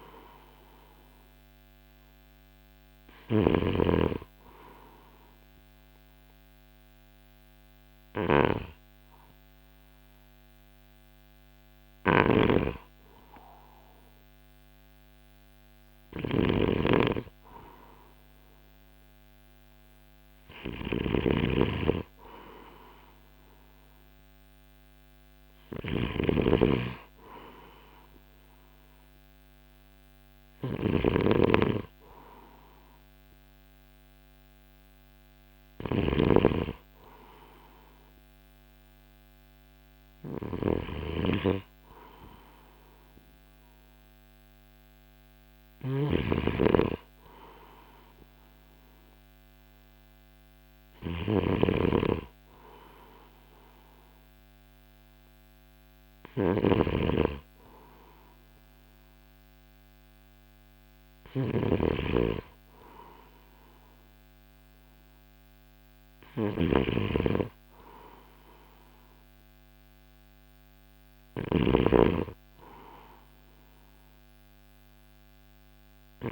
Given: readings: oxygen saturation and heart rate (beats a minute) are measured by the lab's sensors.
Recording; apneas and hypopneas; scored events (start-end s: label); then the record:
breathing in sleep by a microphone on the trachea; none
0.00-76.32 s: snoring (device-marked)
38.00-48.00 s: oxygen desaturation (device-marked, oxygen 95% before, 92% lowest, heart rate 60 before, 58 extreme)
72.00-76.32 s: new sleep stage, N3 (deep sleep)
From the record:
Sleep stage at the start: N2 (light sleep); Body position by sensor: on the right side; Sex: male